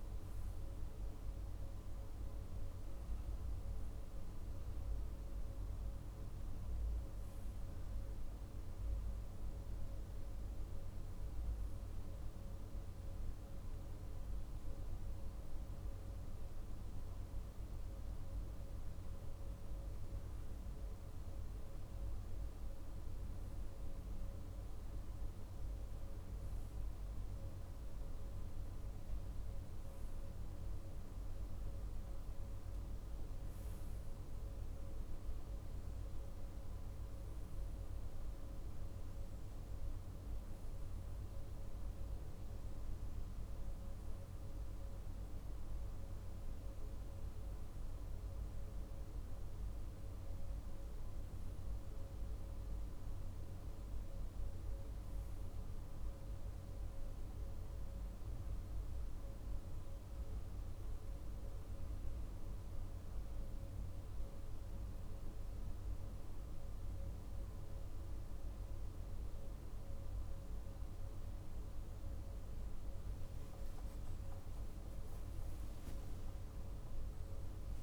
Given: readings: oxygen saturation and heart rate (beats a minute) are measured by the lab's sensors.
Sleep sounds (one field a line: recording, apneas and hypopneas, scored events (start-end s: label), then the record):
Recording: breathing in sleep, hard to hear, by a room microphone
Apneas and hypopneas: none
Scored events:
none scored
From the record:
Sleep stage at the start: REM sleep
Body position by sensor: on the right side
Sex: male